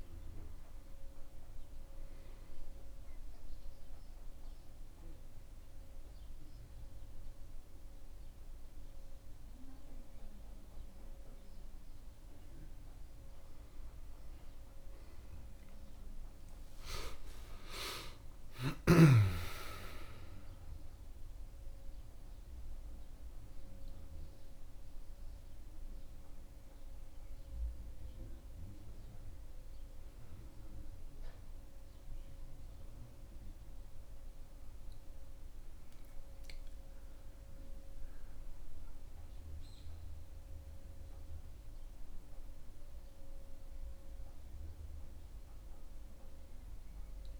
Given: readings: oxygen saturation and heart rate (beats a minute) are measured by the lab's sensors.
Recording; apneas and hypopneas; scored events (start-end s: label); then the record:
breathing in sleep by a room microphone; 1
2.50-12.50 s: obstructive apnea (oxygen 96% before, 95% lowest, heart rate 97 before, 68 extreme, up 5 after)
16.00-20.00 s: arousal
37.50-41.50 s: arousal
From the record:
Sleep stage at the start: N2 (light sleep); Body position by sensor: on the back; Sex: male